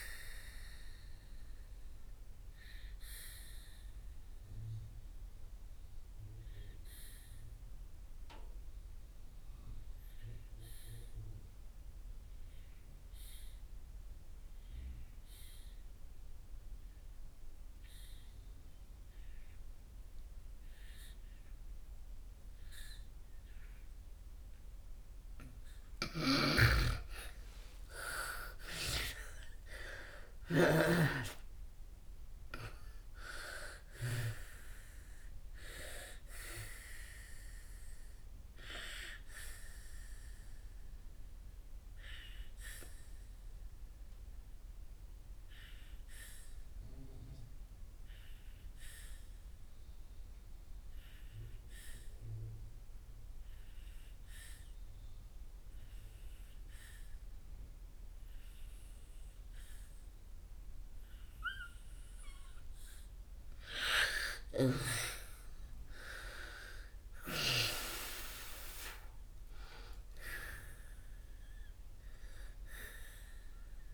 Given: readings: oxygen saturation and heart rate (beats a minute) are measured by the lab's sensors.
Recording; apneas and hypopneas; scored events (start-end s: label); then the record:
breathing in sleep by a room microphone; 2
0.00-16.50 s: oxygen desaturation (device-marked, oxygen 81% lowest, heart rate 57 extreme)
1.50-25.00 s: obstructive apnea (oxygen 98% before, 81% lowest, heart rate 77 before, 57 extreme, up 19 after)
25.50-54.50 s: oxygen desaturation (device-marked, oxygen 99% before, 81% lowest, heart rate 60 before, 59 extreme)
26.00-31.00 s: snoring (device-marked)
27.00-31.50 s: arousal
40.00-62.50 s: obstructive apnea (oxygen 99% before, 80% lowest, heart rate 72 before, 57 extreme, up 7 after)
62.50-73.94 s: oxygen desaturation (device-marked, oxygen 98% before, 82% lowest, heart rate 62 before, 57 extreme)
65.00-69.50 s: arousal
From the record:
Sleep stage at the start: N2 (light sleep); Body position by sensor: on the back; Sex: female